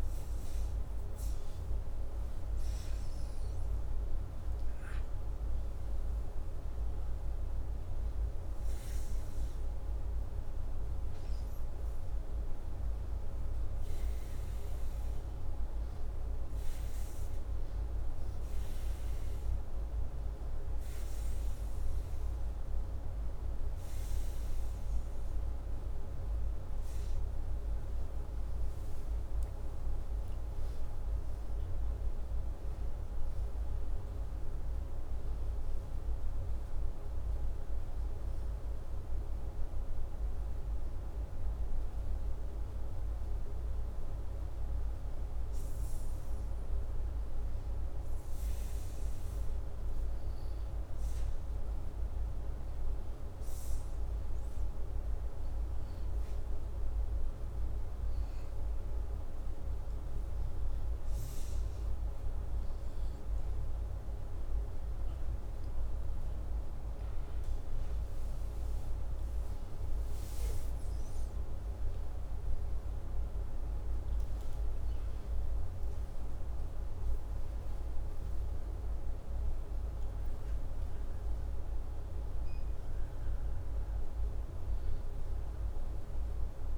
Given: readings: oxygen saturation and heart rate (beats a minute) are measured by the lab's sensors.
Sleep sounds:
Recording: breathing in sleep, hard to hear, by a room microphone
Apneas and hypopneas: 1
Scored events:
42.00-45.50 s: arousal
47.50-58.00 s: hypopnea (oxygen 95% before, 94% lowest, heart rate 86 before, 83 extreme, up 4 after)
59.00-62.00 s: arousal
74.50-79.00 s: arousal
From the record:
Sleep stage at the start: N2 (light sleep)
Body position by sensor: upright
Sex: male

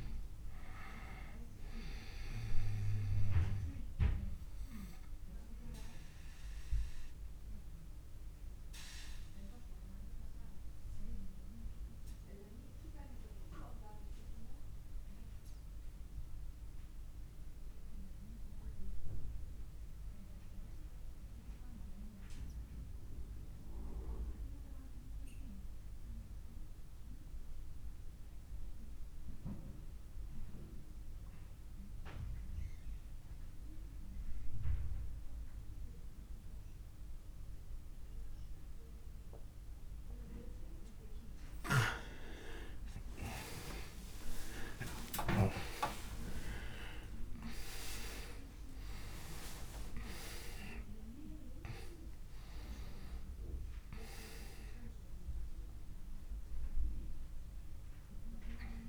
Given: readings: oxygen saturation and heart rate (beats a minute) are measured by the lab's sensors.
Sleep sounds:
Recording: breathing in sleep by a room microphone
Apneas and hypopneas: 1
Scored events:
0.00-19.00 s: oxygen desaturation (device-marked, oxygen 87% lowest)
3.50-40.00 s: obstructive apnea (oxygen 99% before, 86% lowest)
39.00-58.89 s: oxygen desaturation (device-marked, oxygen 99% before, 86% lowest)
43.00-47.50 s: arousal
From the record:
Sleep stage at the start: N2 (light sleep)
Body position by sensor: on the back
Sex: male

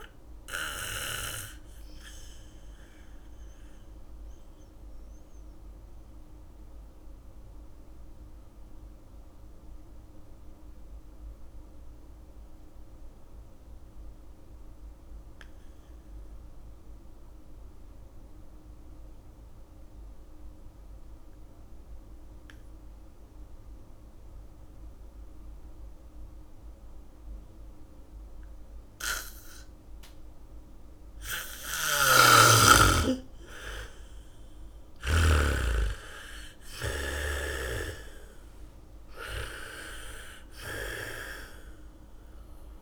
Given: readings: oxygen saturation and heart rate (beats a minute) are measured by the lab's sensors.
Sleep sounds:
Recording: breathing in sleep by a room microphone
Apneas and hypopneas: 1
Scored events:
0.00-18.00 s: oxygen desaturation (device-marked, oxygen 83% lowest)
1.50-31.00 s: mixed apnea (oxygen 98% before, 81% lowest)
22.00-41.00 s: bradycardia (device-marked)
29.00-42.82 s: oxygen desaturation (device-marked, oxygen 99% before, 81% lowest)
32.00-35.50 s: snoring (device-marked)
33.50-38.00 s: arousal
From the record:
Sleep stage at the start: N2 (light sleep)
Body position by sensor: on the back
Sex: female

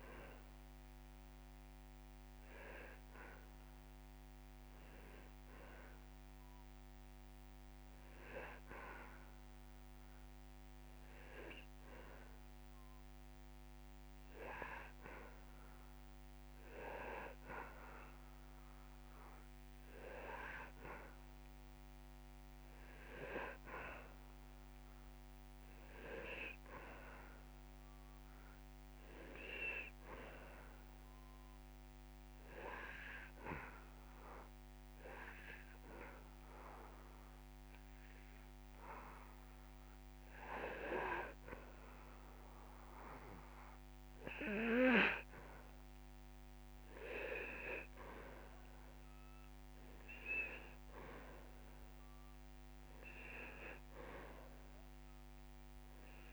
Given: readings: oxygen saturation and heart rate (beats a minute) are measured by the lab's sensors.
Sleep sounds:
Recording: breathing in sleep by a microphone on the trachea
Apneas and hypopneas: 2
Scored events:
0.00-12.00 s: oxygen desaturation (device-marked, oxygen 88% lowest)
8.50-22.00 s: hypopnea (oxygen 97% before, 92% lowest)
23.50-27.00 s: arousal
27.00-49.00 s: oxygen desaturation (device-marked, oxygen 98% before, 93% lowest)
31.50-45.50 s: hypopnea (oxygen 99% before, 92% lowest)
50.00-52.50 s: arousal
From the record:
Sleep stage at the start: N2 (light sleep)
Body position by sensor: on the back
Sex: male

